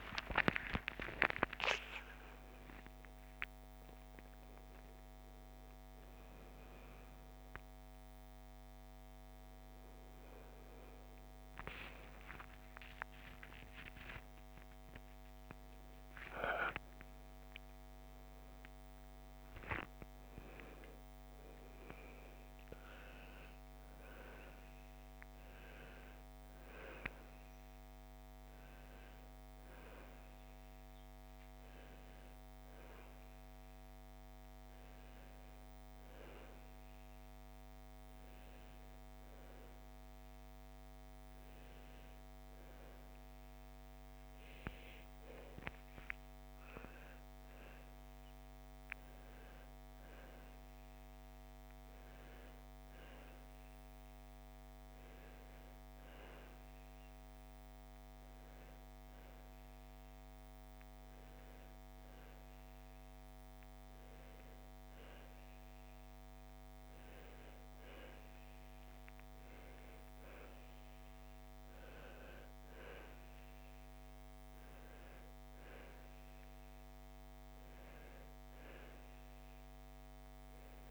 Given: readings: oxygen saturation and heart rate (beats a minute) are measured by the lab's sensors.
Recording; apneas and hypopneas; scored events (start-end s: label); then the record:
a person partly awake in a sleep study, by a microphone on the trachea; none
0.00-7.00 s: oxygen desaturation (device-marked, oxygen 79% lowest, heart rate 63 extreme)
18.00-80.91 s: new sleep stage, N1 (lightest sleep)
From the record:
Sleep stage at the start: awake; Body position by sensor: on the back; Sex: female